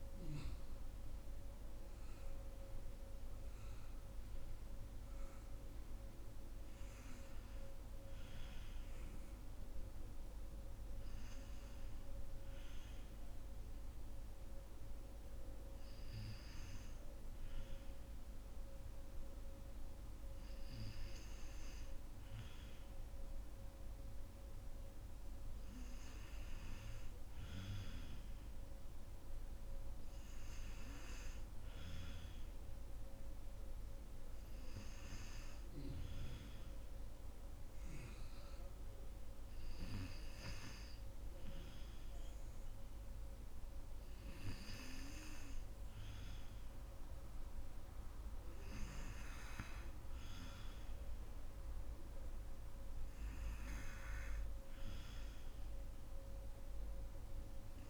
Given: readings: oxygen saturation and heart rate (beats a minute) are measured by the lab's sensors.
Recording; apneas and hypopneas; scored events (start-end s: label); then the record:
breathing in sleep by a room microphone; none
none scored
From the record:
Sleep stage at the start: N2 (light sleep); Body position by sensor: on the right side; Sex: female